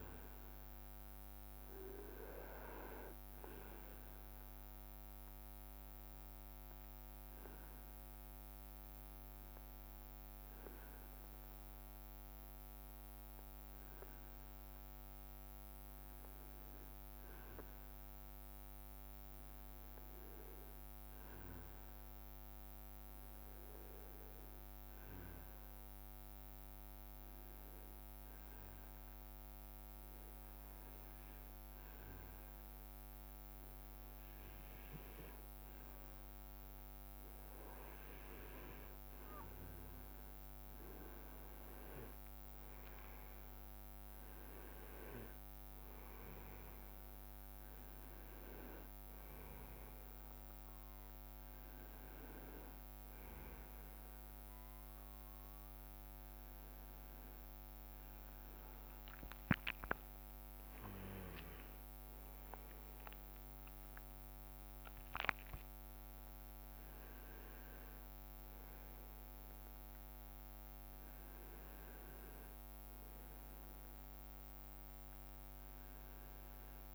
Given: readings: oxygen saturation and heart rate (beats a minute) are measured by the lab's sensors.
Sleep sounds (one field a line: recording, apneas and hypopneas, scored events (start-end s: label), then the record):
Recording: breathing in sleep by a microphone on the trachea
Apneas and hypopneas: 1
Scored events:
8.50-38.00 s: hypopnea (oxygen 97% before, 93% lowest, heart rate 67 before, 64 extreme, up 7 after)
25.50-50.50 s: oxygen desaturation (device-marked, oxygen 97% before, 93% lowest, heart rate 67 before, 68 extreme)
41.00-46.00 s: arousal
60.50-65.00 s: arousal
From the record:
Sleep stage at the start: N2 (light sleep)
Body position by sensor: on the right side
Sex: male